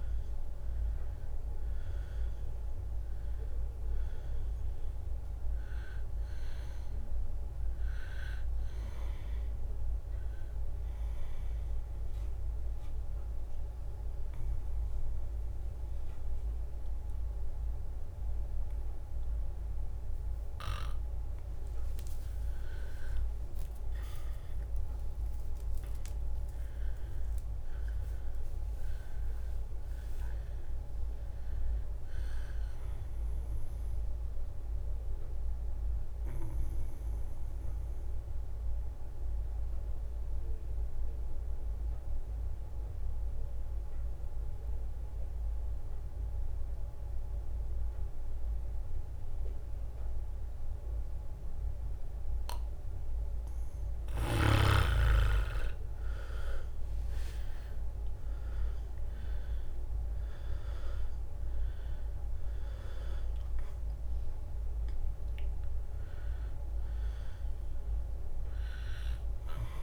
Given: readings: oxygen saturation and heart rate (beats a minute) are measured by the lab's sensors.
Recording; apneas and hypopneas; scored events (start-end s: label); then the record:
breathing in sleep by a room microphone; 2
0.00-10.50 s: drop in pulse transit time (device-marked, heart rate 66 extreme)
0.00-22.50 s: oxygen desaturation (device-marked, oxygen 90% lowest, heart rate 63 extreme)
11.00-22.50 s: obstructive apnea (oxygen 98% before, 90% lowest, heart rate 69 before, 63 extreme, up 13 after)
23.00-26.00 s: arousal
25.50-36.50 s: drop in pulse transit time (device-marked, heart rate 68 before, 68 extreme)
36.50-53.50 s: mixed apnea (oxygen 99% before, 91% lowest, heart rate 73 before, 63 extreme, up 7 after)
55.50-60.50 s: arousal
55.50-69.83 s: oxygen desaturation (device-marked, oxygen 98% before, 91% lowest, heart rate 64 before, 62 extreme)
56.50-69.50 s: drop in pulse transit time (device-marked, heart rate 64 before, 69 extreme)
From the record:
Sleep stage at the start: N2 (light sleep); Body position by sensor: on the back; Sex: male